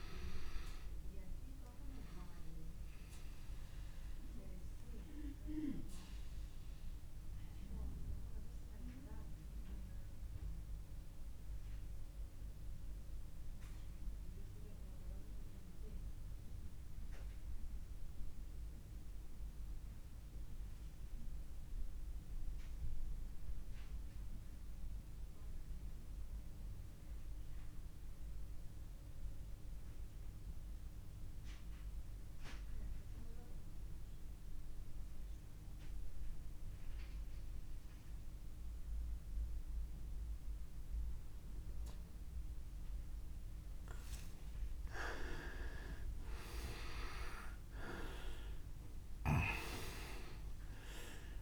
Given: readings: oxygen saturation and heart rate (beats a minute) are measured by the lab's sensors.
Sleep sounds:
breathing in sleep by a room microphone; 1
0.00-23.50 s: oxygen desaturation (device-marked, oxygen 93% lowest)
2.00-43.00 s: obstructive apnea (oxygen 99% before, 88% lowest)
40.50-51.42 s: oxygen desaturation (device-marked, oxygen 99% before, 91% lowest)
45.50-49.00 s: arousal
From the record:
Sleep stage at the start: N2 (light sleep); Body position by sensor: on the back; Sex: male

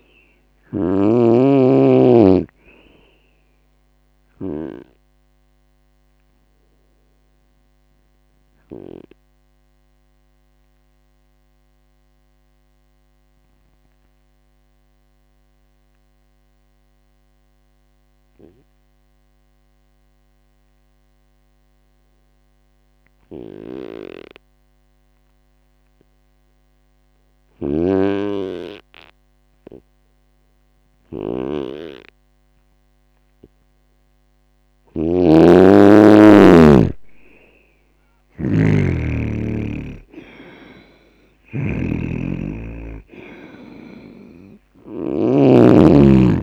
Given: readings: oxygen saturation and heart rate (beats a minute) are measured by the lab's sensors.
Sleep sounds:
breathing in sleep by a microphone on the trachea; 1
0.00-1.00 s: snoring (device-marked)
4.00-33.50 s: obstructive apnea (oxygen 99% before, 91% lowest, heart rate 63 before, 60 extreme, up 4 after)
27.50-45.50 s: snoring (device-marked)
39.50-42.50 s: arousal
From the record:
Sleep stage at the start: N2 (light sleep); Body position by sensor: on the right side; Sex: male

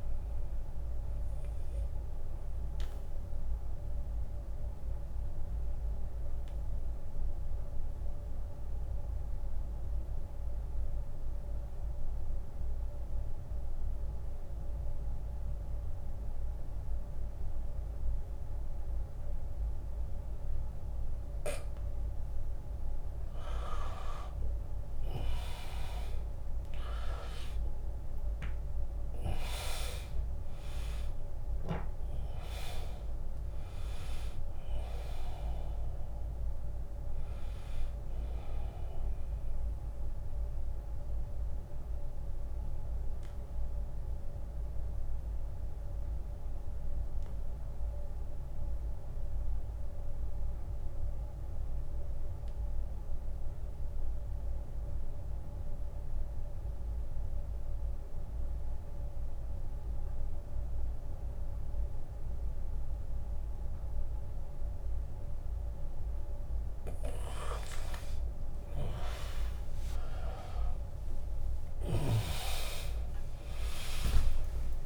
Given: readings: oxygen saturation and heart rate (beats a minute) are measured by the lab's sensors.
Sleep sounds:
breathing in sleep by a room microphone; 2
0.00-3.50 s: drop in pulse transit time (device-marked, heart rate 74 extreme)
0.00-12.50 s: oxygen desaturation (device-marked, oxygen 87% lowest, heart rate 74 extreme)
1.00-21.50 s: mixed apnea (oxygen 100% before, 86% lowest, heart rate 79 before, 74 extreme, up 12 after)
24.00-27.50 s: arousal
24.50-38.50 s: drop in pulse transit time (device-marked, heart rate 79 before, 75 extreme)
26.50-51.50 s: oxygen desaturation (device-marked, oxygen 100% before, 86% lowest, heart rate 79 before, 68 extreme)
39.50-66.00 s: mixed apnea (oxygen 100% before, 83% lowest, heart rate 80 before, 68 extreme, up 17 after)
43.00-45.00 s: long interval between heartbeats (device-marked, heart rate 80 before, 88 extreme)
49.00-51.00 s: long interval between heartbeats (device-marked, heart rate 79 before, 68 extreme)
53.00-55.00 s: long interval between heartbeats (device-marked, heart rate 79 before, 77 extreme)
57.50-74.86 s: new sleep stage, awake
65.50-74.86 s: oxygen desaturation (device-marked, oxygen 100% before, 83% lowest, heart rate 76 before, 73 extreme)
68.50-74.86 s: drop in pulse transit time (device-marked, heart rate 79 before, 83 extreme)
72.50-74.86 s: tachycardia (device-marked, heart rate 79 before, 117 extreme)
From the record:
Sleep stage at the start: N2 (light sleep); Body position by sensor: on the back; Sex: male

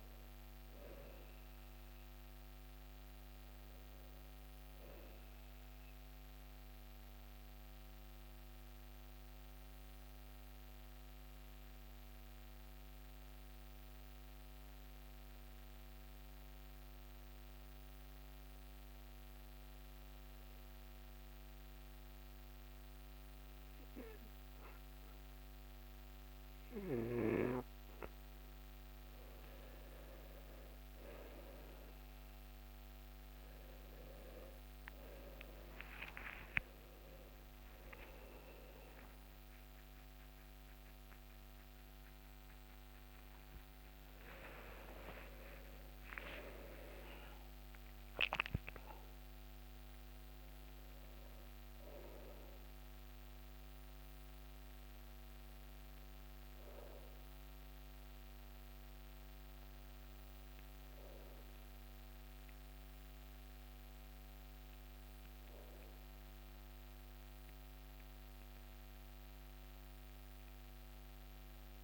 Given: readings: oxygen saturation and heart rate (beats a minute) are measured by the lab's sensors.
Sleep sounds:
breathing in sleep by a microphone on the trachea; 1
0.00-19.50 s: oxygen desaturation (device-marked, oxygen 89% lowest, heart rate 58 extreme)
6.00-29.00 s: mixed apnea (oxygen 96% before, 89% lowest, heart rate 67 before, 58 extreme, up 14 after)
33.00-37.50 s: arousal
From the record:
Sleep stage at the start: N2 (light sleep); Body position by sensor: on the back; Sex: male

